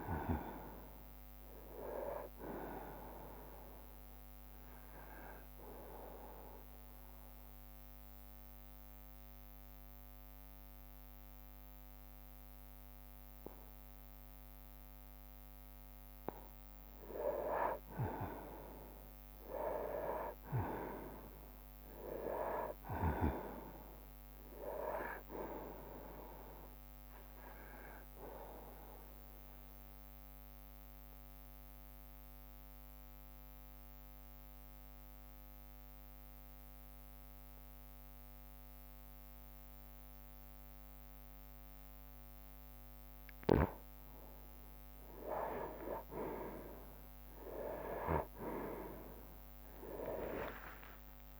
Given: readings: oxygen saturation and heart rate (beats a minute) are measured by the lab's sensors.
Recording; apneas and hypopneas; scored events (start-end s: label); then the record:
breathing in sleep by a microphone on the trachea; 2
0.00-17.50 s: oxygen desaturation (device-marked, oxygen 93% lowest, heart rate 59 extreme)
1.50-51.40 s: new sleep stage, N2 (light sleep)
4.00-16.50 s: obstructive apnea (oxygen 97% before, 91% lowest, heart rate 67 before, 59 extreme, up 3 after)
18.50-23.00 s: arousal
27.50-42.50 s: obstructive apnea (oxygen 97% before, 91% lowest, heart rate 63 before, 58 extreme, up 7 after)
31.50-43.50 s: oxygen desaturation (device-marked, oxygen 97% before, 93% lowest, heart rate 63 before, 58 extreme)
36.50-41.50 s: bradycardia (device-marked, heart rate 67 before, 59 extreme)
46.50-51.40 s: arousal
48.50-51.40 s: drop in pulse transit time (device-marked, heart rate 62 before, 65 extreme)
From the record:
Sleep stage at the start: N1 (lightest sleep); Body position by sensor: on the right side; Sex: male